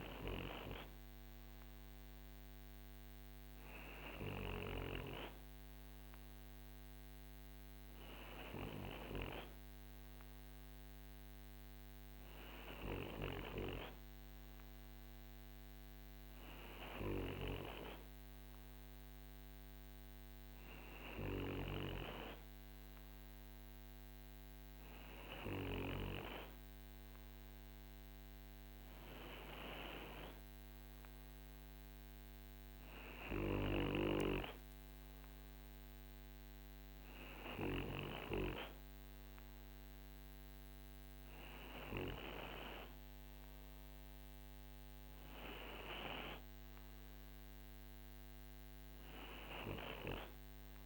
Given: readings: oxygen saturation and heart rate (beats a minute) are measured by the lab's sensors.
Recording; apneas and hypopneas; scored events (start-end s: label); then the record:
breathing in sleep by a microphone on the trachea; none
none scored
From the record:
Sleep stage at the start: N2 (light sleep); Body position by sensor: on the right side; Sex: male